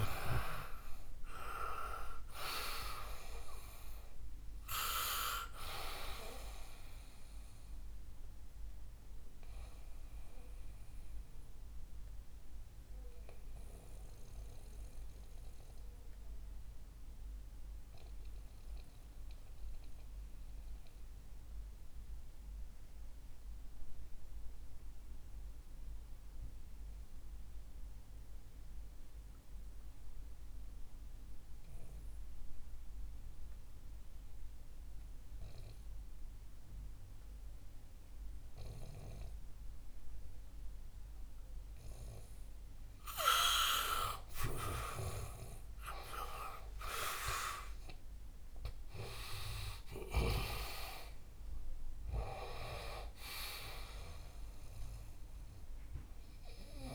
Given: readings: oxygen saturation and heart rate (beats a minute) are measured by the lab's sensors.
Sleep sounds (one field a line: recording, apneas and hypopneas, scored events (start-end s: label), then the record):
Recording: breathing in sleep by a room microphone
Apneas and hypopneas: 1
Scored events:
0.00-2.50 s: arousal
8.00-42.00 s: obstructive apnea (oxygen 99% before, 87% lowest, heart rate 68 before, 59 extreme, up 11 after)
17.00-29.00 s: oxygen desaturation (device-marked, oxygen 94% before, 89% lowest, heart rate 68 before, 61 extreme)
46.00-50.50 s: arousal
From the record:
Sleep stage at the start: N2 (light sleep)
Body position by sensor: on the back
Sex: male